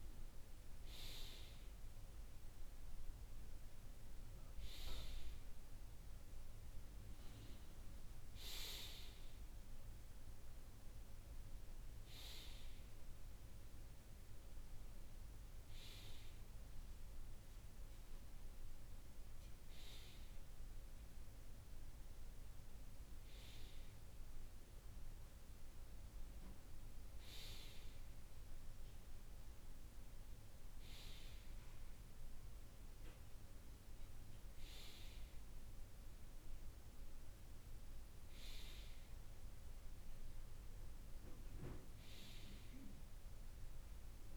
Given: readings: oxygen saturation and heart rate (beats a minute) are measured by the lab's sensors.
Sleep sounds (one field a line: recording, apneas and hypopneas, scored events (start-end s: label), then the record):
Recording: breathing in sleep by a room microphone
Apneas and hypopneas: none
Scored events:
none scored
From the record:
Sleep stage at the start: N2 (light sleep)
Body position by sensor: on the right side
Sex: male